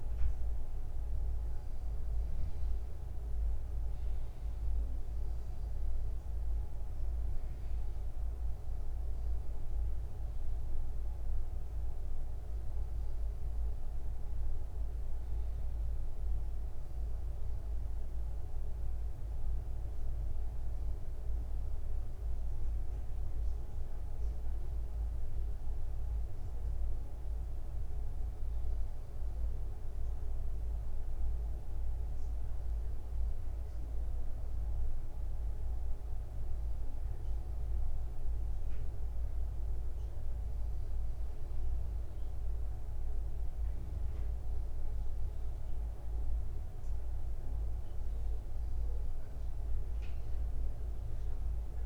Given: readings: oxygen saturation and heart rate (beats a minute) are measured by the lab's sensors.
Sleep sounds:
breathing in sleep, hard to hear, by a room microphone; none
30.50-35.00 s: arousal
From the record:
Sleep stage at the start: N1 (lightest sleep); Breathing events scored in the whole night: 12 in 4.4 hours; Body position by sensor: on the back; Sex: male

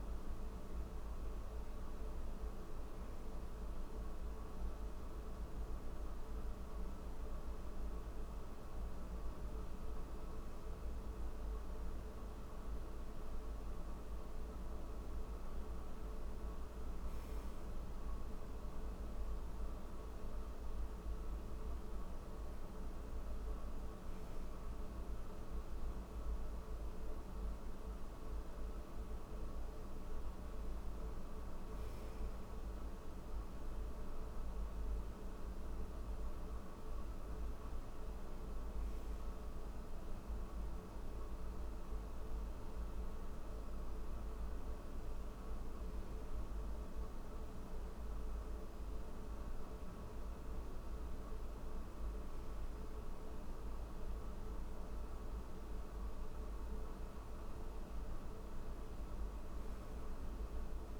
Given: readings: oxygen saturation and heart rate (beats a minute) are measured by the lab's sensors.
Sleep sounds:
breathing in sleep, hard to hear, by a room microphone; none
none scored
From the record:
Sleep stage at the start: N1 (lightest sleep); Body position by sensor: on the back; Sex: male

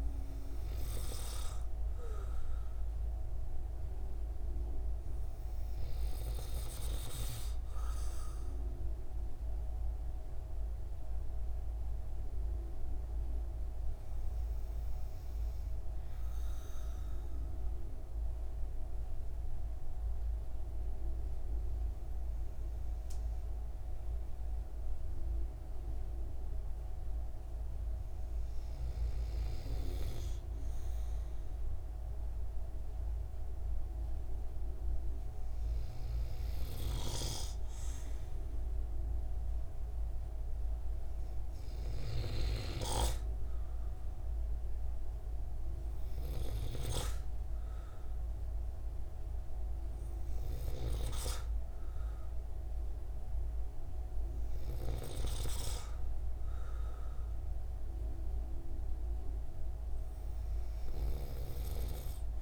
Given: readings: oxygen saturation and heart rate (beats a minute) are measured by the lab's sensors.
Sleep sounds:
breathing in sleep by a room microphone; 1
9.00-29.50 s: hypopnea (oxygen 96% before, 93% lowest)
32.00-35.50 s: arousal
From the record:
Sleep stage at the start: N2 (light sleep); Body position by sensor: on the right side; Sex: male

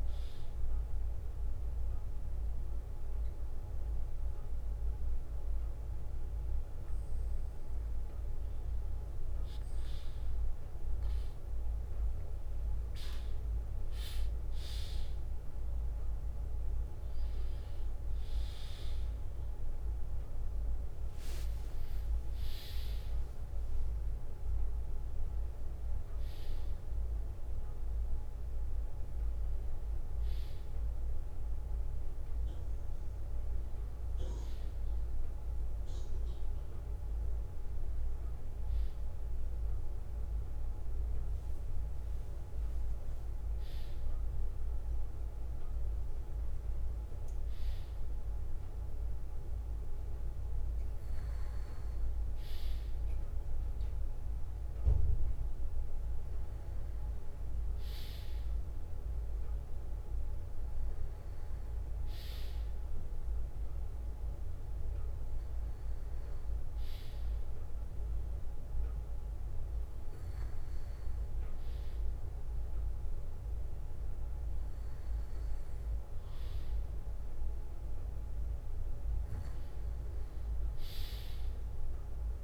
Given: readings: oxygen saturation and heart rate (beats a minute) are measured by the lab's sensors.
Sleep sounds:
breathing in sleep, hard to hear, by a room microphone; none
17.50-21.50 s: arousal
29.00-40.00 s: bradycardia (device-marked, heart rate 60 before, 59 extreme)
From the record:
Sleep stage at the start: N2 (light sleep); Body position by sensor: on the back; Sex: male

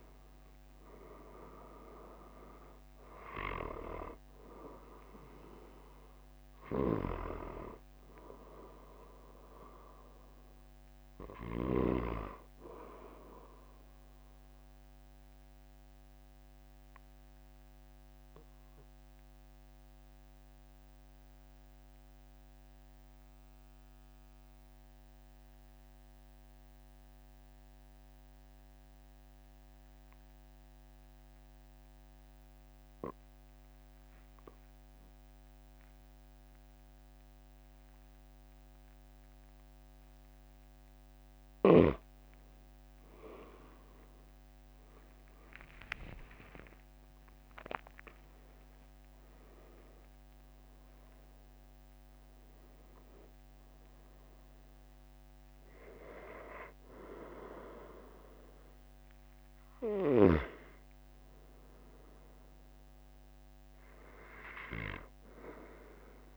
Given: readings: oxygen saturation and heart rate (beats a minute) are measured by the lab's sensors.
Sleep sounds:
breathing in sleep by a microphone on the trachea; 1
0.00-28.50 s: oxygen desaturation (device-marked, oxygen 91% lowest, heart rate 42 extreme)
6.50-12.00 s: snoring (device-marked)
15.00-42.00 s: obstructive apnea (oxygen 97% before, 91% lowest, heart rate 46 before, 43 extreme, up 14 after)
44.50-49.50 s: arousal
46.50-48.50 s: long interval between heartbeats (device-marked, heart rate 45 before, 58 extreme)
From the record:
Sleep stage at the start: N2 (light sleep); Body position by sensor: on the back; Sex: male

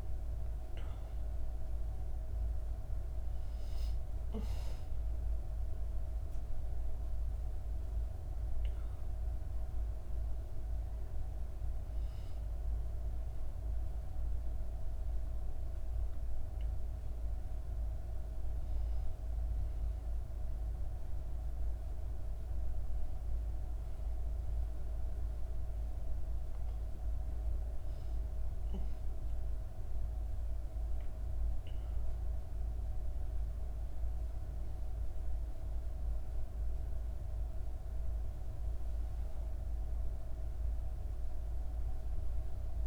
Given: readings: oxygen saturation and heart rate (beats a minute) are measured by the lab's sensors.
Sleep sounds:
a person awake in a sleep study, hard to hear, by a room microphone; none
none scored
From the record:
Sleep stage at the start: awake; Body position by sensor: on the back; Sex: female

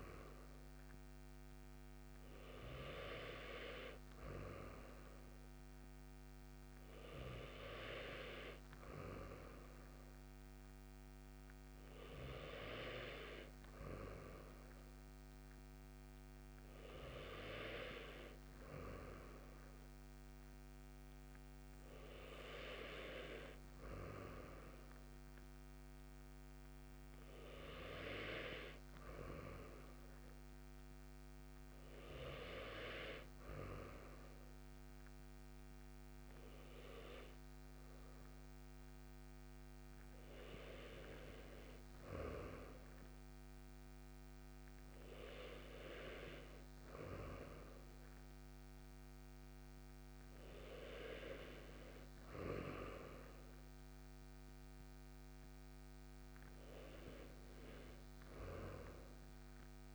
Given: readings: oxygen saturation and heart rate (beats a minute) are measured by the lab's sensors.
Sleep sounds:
breathing in sleep by a microphone on the trachea; none
none scored
From the record:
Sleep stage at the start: N2 (light sleep); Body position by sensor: on the right side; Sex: male

